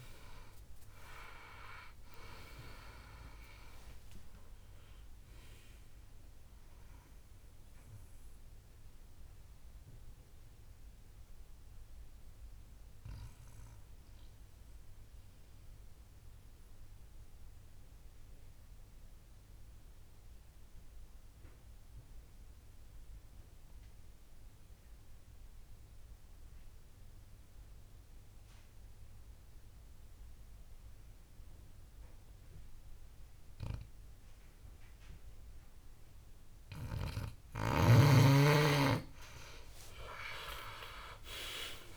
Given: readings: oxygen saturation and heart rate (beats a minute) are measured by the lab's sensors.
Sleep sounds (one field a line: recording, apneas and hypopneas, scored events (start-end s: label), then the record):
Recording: breathing in sleep by a room microphone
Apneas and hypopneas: 1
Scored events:
0.00-2.50 s: arousal
0.00-20.50 s: oxygen desaturation (device-marked, oxygen 89% lowest, heart rate 57 extreme)
8.50-37.00 s: mixed apnea (oxygen 98% before, 89% lowest, heart rate 75 before, 57 extreme, up 19 after)
36.50-41.97 s: oxygen desaturation (device-marked, oxygen 98% before, 89% lowest, heart rate 60 before, 55 extreme)
39.50-41.97 s: arousal
From the record:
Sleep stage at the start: N2 (light sleep)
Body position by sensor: on the back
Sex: male